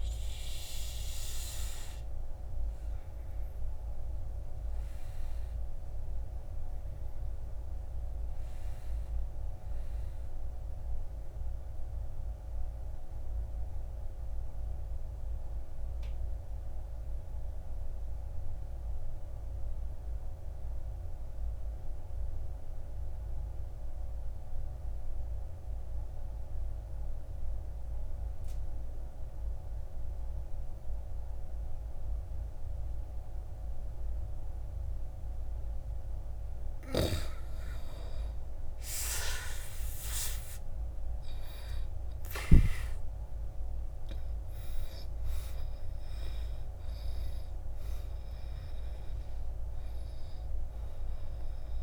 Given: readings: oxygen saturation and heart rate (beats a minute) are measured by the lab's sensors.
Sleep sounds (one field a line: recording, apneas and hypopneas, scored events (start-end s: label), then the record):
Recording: breathing in sleep by a room microphone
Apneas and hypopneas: 1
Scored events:
3.00-36.00 s: obstructive apnea (oxygen 99% before, 79% lowest, heart rate 52 before, 50 extreme, up 13 after)
34.50-51.83 s: oxygen desaturation (device-marked, oxygen 97% before, 79% lowest, heart rate 55 before, 48 extreme)
40.50-45.00 s: arousal
From the record:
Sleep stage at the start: N2 (light sleep)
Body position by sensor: on the back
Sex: male